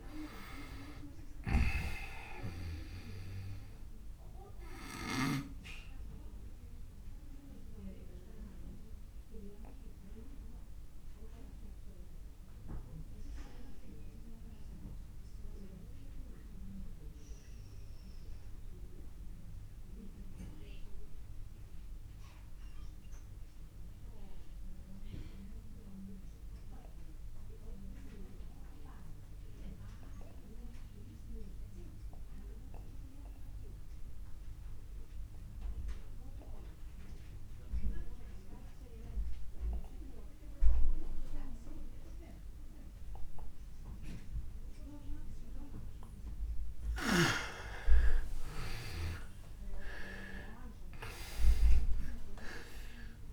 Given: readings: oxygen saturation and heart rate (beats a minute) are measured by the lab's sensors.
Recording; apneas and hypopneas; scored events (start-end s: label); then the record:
breathing in sleep by a room microphone; 1
0.00-25.00 s: oxygen desaturation (device-marked, oxygen 81% lowest)
3.50-46.00 s: obstructive apnea (oxygen 98% before, 81% lowest)
42.00-53.33 s: oxygen desaturation (device-marked, oxygen 98% before, 83% lowest)
49.50-53.33 s: arousal
From the record:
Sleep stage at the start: N2 (light sleep); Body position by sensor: on the back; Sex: male